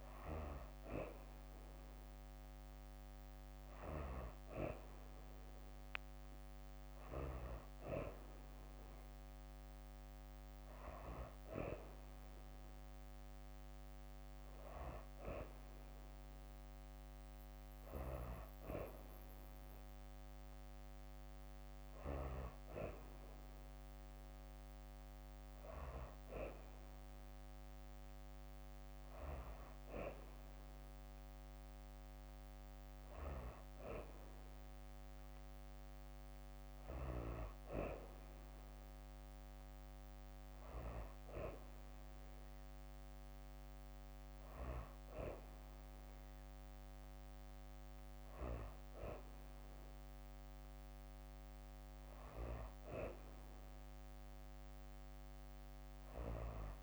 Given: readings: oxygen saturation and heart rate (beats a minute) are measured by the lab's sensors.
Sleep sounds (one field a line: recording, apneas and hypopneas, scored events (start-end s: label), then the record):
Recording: breathing in sleep by a microphone on the trachea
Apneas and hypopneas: none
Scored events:
none scored
From the record:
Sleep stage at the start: N2 (light sleep)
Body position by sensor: on the back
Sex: female